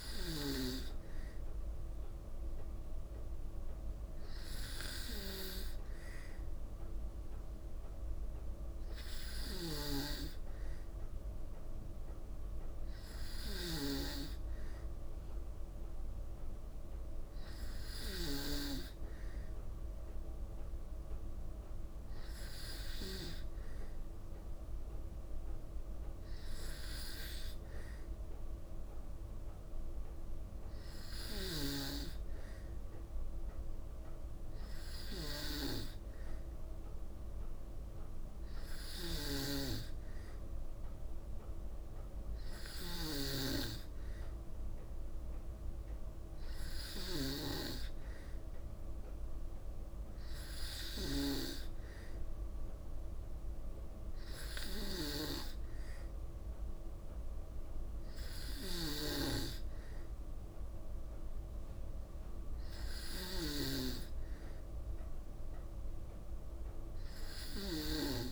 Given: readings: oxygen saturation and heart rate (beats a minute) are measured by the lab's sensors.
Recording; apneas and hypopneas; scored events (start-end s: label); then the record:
breathing in sleep by a room microphone; none
9.00-13.50 s: snoring (device-marked)
38.50-47.00 s: snoring (device-marked)
58.00-63.00 s: snoring (device-marked)
From the record:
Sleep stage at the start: N2 (light sleep); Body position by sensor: on the back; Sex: female